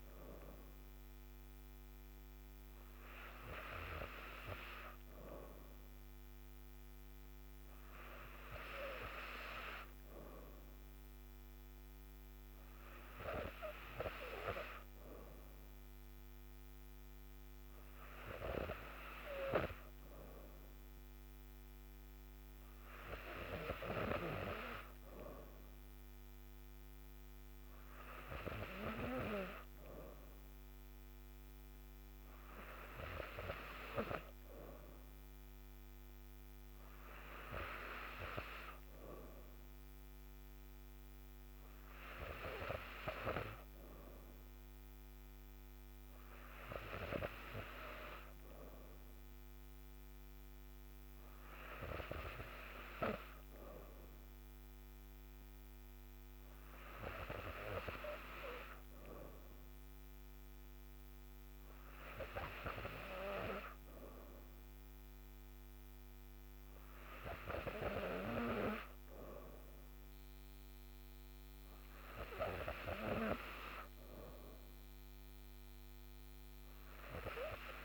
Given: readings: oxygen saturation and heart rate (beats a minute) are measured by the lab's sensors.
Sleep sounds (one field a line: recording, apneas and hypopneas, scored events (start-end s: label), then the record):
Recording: breathing in sleep by a microphone on the trachea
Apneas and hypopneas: none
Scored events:
none scored
From the record:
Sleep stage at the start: N3 (deep sleep)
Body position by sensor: on the back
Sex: female